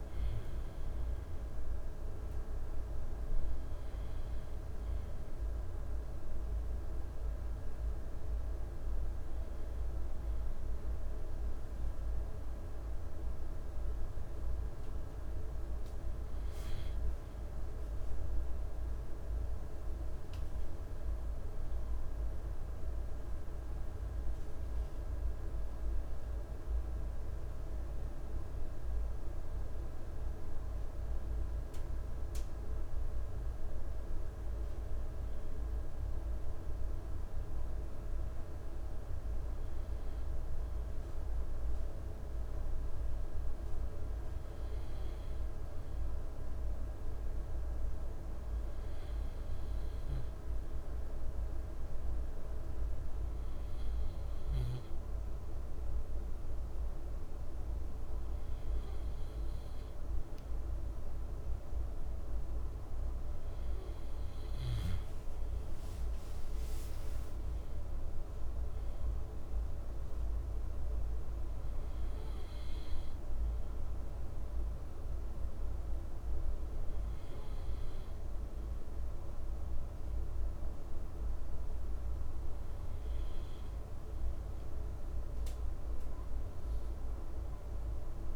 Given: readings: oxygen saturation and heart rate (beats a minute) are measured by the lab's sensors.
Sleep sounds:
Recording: breathing in sleep, hard to hear, by a room microphone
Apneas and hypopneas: none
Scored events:
0.00-18.00 s: oxygen desaturation (device-marked, oxygen 94% lowest, heart rate 52 extreme)
From the record:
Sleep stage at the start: N2 (light sleep)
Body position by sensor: on the left side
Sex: male

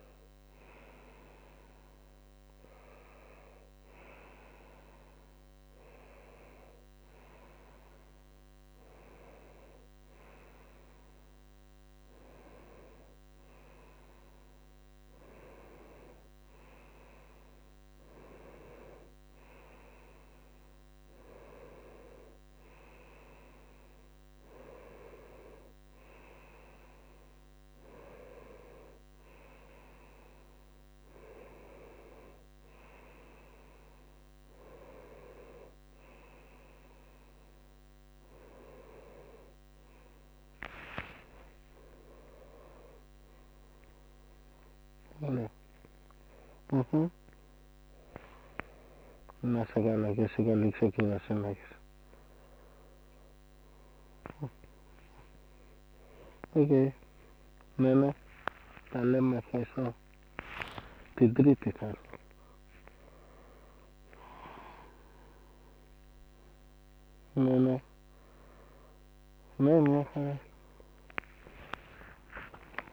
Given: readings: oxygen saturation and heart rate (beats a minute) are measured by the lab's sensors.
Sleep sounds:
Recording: a person awake in a sleep study, by a microphone on the trachea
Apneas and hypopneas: none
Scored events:
0.00-7.50 s: drop in pulse transit time (device-marked, heart rate 67 extreme)
55.50-67.00 s: snoring (device-marked)
68.50-72.93 s: tachycardia (device-marked, heart rate 69 before, 133 extreme)
From the record:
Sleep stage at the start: awake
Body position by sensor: on the right side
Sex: male

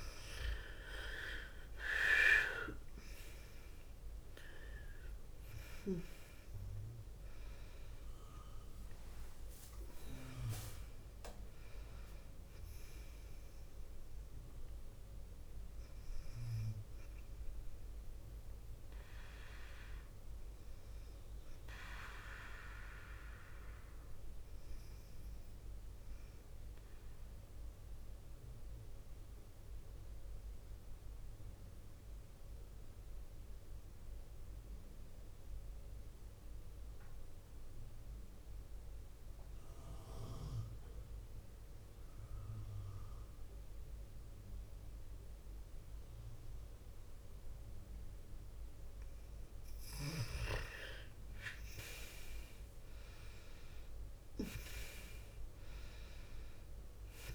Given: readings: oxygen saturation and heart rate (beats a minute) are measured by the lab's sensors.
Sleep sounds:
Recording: breathing in sleep by a room microphone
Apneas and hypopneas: 1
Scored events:
0.00-2.50 s: arousal
2.00-14.00 s: oxygen desaturation (device-marked, oxygen 97% before, 94% lowest, heart rate 50 before, 45 extreme)
26.50-48.00 s: obstructive apnea (oxygen 97% before, 93% lowest, heart rate 53 before, 46 extreme, up 10 after)
48.00-57.35 s: oxygen desaturation (device-marked, oxygen 100% before, 93% lowest, heart rate 47 before, 47 extreme)
50.00-54.00 s: arousal
From the record:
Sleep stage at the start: N2 (light sleep)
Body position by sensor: on the left side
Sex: female

